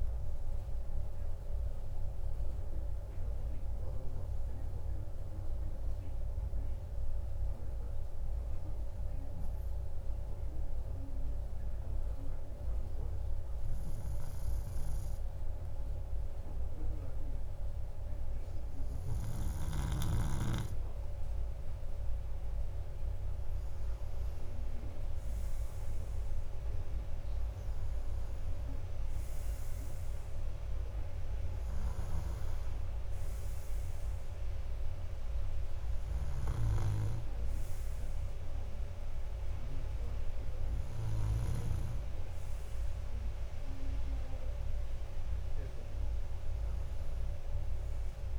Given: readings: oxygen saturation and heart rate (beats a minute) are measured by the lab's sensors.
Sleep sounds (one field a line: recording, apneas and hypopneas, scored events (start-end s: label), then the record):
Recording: breathing in sleep by a room microphone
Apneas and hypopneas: 1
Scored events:
1.50-21.00 s: hypopnea (oxygen 99% before, 95% lowest, heart rate 54 before, 52 extreme, up 4 after)
25.00-28.50 s: arousal
From the record:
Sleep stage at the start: N2 (light sleep)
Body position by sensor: on the right side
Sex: male